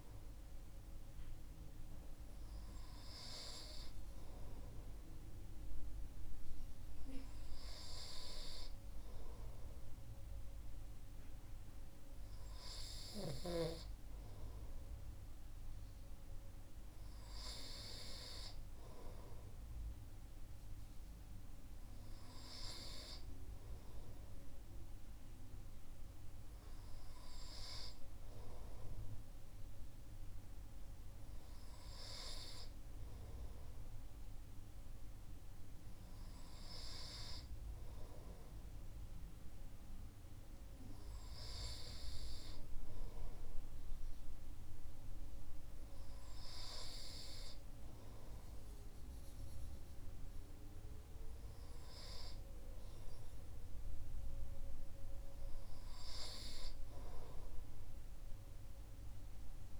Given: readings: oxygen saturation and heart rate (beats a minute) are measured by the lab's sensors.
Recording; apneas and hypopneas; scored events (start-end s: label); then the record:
breathing in sleep by a room microphone; none
none scored
From the record:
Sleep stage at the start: N2 (light sleep); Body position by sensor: on the right side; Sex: male